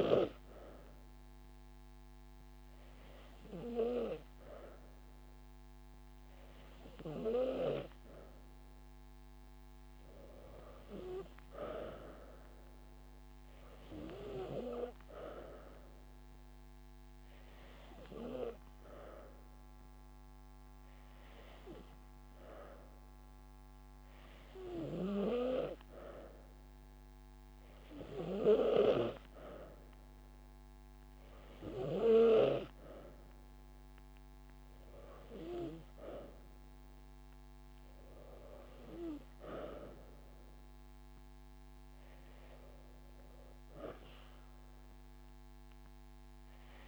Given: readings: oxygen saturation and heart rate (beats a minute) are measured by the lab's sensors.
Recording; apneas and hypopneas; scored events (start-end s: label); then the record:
breathing in sleep by a microphone on the trachea; none
5.50-7.50 s: long interval between heartbeats (device-marked)
From the record:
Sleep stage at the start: N2 (light sleep); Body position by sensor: on the back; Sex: female